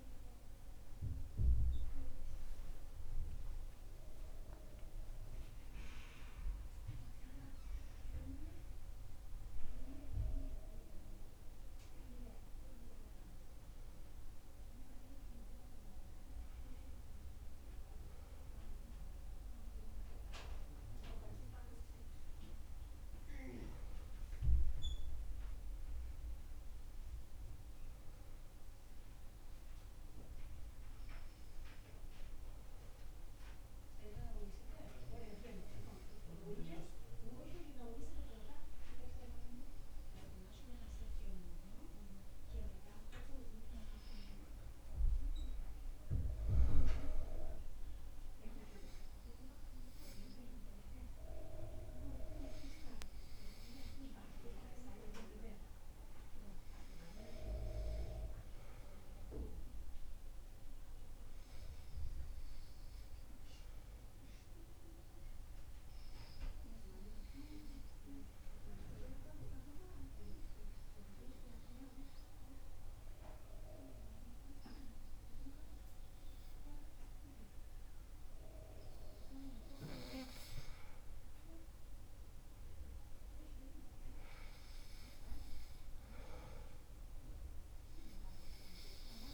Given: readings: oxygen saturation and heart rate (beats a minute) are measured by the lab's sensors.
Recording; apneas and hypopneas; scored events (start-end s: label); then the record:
breathing in sleep by a room microphone; 2
0.00-4.50 s: oxygen desaturation (device-marked, oxygen 93% lowest, heart rate 70 extreme)
22.00-25.50 s: arousal
29.00-42.00 s: obstructive apnea (oxygen 98% before, 93% lowest, heart rate 75 before, 65 extreme, up 5 after)
44.50-49.00 s: arousal
64.00-79.00 s: obstructive apnea (oxygen 97% before, 93% lowest, heart rate 68 before, 63 extreme, up 10 after)
81.50-85.00 s: arousal
81.50-89.34 s: oxygen desaturation (device-marked, oxygen 96% before, 93% lowest, heart rate 66 before, 65 extreme)
From the record:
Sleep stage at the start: N2 (light sleep); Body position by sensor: on the back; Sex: male